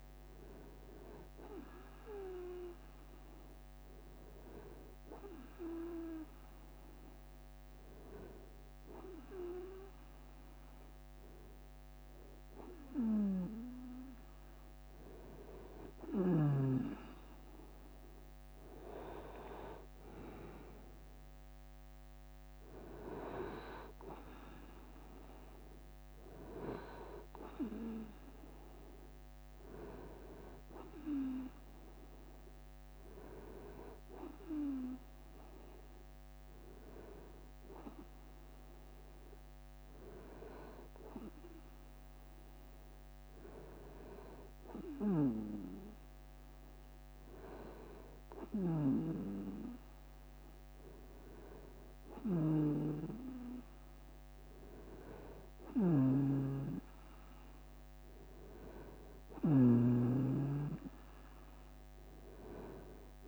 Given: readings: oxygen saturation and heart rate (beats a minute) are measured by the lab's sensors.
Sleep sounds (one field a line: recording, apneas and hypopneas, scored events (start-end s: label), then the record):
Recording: breathing in sleep by a microphone on the trachea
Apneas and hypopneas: none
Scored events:
17.00-27.00 s: drop in pulse transit time (device-marked, heart rate 73 before, 69 extreme)
38.00-40.00 s: long interval between heartbeats (device-marked, heart rate 73 before, 71 extreme)
55.00-63.00 s: snoring (device-marked)
58.50-60.50 s: long interval between heartbeats (device-marked, heart rate 76 before, 71 extreme)
From the record:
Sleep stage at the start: N2 (light sleep)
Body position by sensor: on the right side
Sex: male